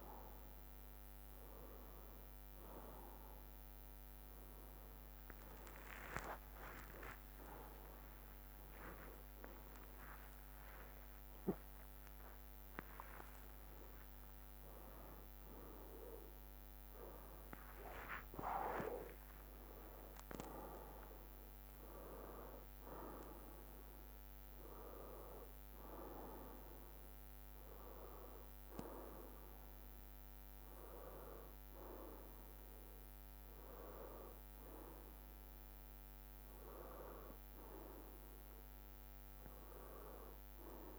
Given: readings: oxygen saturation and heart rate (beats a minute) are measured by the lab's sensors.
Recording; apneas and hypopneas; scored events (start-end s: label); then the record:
a person awake in a sleep study, by a microphone on the trachea; none
0.00-27.00 s: oxygen desaturation (device-marked, oxygen 93% lowest, heart rate 58 extreme)
7.00-15.00 s: tachycardia (device-marked, heart rate 70 before, 135 extreme)
10.00-12.00 s: long interval between heartbeats (device-marked, heart rate 68 before, 114 extreme)
13.50-15.50 s: long interval between heartbeats (device-marked, heart rate 77 before, 134 extreme)
15.00-24.00 s: drop in pulse transit time (device-marked, heart rate 83 before, 87 extreme)
19.50-21.50 s: long interval between heartbeats (device-marked, heart rate 92 before, 100 extreme)
32.00-40.00 s: bradycardia (device-marked, heart rate 71 before, 59 extreme)
36.00-40.99 s: drop in pulse transit time (device-marked, heart rate 79 before, 58 extreme)
From the record:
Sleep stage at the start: awake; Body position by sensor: on the left side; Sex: male